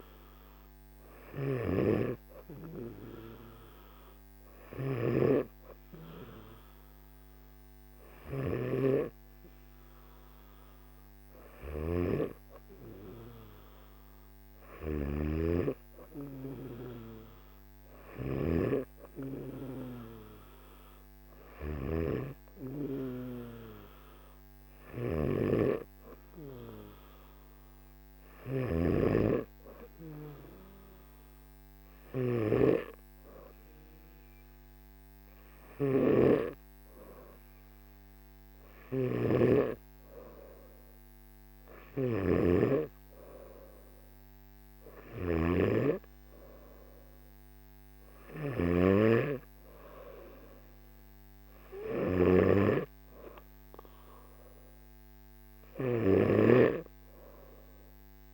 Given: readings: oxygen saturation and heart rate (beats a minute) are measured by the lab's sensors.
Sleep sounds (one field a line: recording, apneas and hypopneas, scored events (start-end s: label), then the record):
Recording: breathing in sleep by a microphone on the trachea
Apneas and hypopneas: none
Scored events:
0.00-8.50 s: snoring (device-marked)
24.50-28.50 s: snoring (device-marked)
35.50-48.50 s: snoring (device-marked)
51.50-58.34 s: new sleep stage, N3 (deep sleep)
56.00-58.34 s: snoring (device-marked)
From the record:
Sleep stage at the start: N1 (lightest sleep)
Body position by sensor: on the back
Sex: male